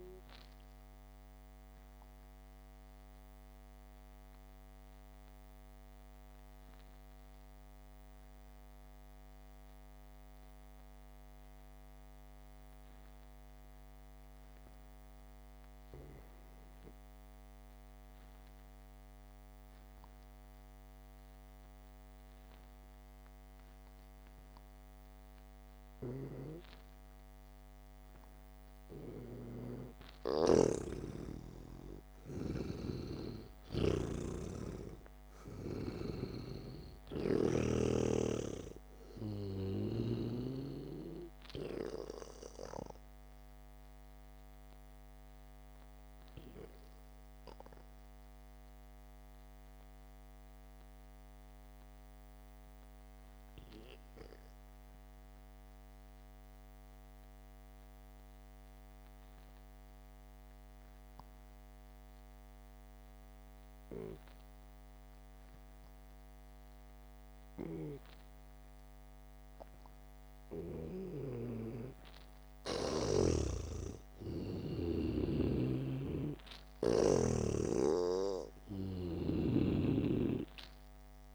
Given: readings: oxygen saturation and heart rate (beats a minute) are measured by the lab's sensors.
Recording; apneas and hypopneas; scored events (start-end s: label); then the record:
breathing in sleep by a microphone on the trachea; 2
0.00-4.00 s: oxygen desaturation (device-marked, oxygen 90% lowest, heart rate 56 extreme)
2.00-29.00 s: mixed apnea (oxygen 99% before, 87% lowest, heart rate 59 before, 54 extreme, up 0 after)
9.00-19.00 s: oxygen desaturation (device-marked, oxygen 92% before, 88% lowest, heart rate 59 before, 54 extreme)
29.00-60.00 s: oxygen desaturation (device-marked, oxygen 98% before, 87% lowest, heart rate 65 before, 55 extreme)
31.00-38.50 s: snoring (device-marked)
32.00-36.50 s: arousal
45.00-70.50 s: mixed apnea (oxygen 98% before, 87% lowest, heart rate 58 before, 55 extreme, up 0 after)
74.00-81.35 s: oxygen desaturation (device-marked, oxygen 98% before, 91% lowest, heart rate 65 before, 51 extreme)
74.50-79.00 s: arousal
From the record:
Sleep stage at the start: N2 (light sleep); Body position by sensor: on the back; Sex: male